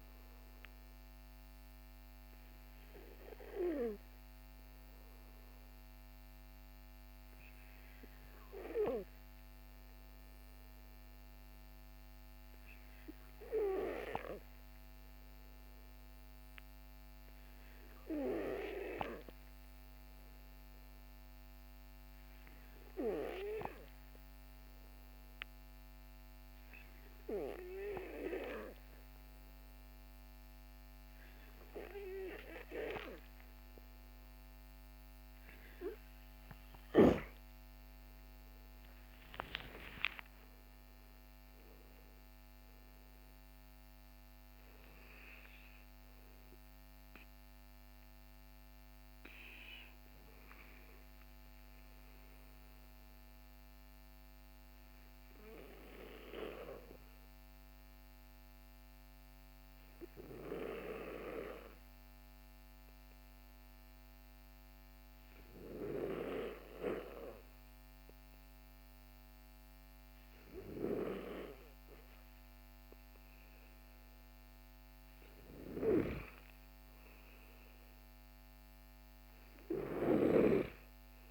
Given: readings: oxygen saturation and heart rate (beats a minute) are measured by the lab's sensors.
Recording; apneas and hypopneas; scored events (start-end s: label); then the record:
breathing in sleep by a microphone on the trachea; 2
17.50-32.50 s: hypopnea (oxygen 97% before, 93% lowest, heart rate 53 before, 44 extreme, up 10 after)
37.50-43.00 s: arousal
54.50-68.50 s: obstructive apnea (oxygen 96% before, 91% lowest, heart rate 57 before, 50 extreme, up 6 after)
70.50-73.50 s: arousal
80.00-81.31 s: oxygen desaturation (device-marked, oxygen 98% before, 94% lowest, heart rate 54 before, 46 extreme)
From the record:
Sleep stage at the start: N2 (light sleep); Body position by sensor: on the back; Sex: male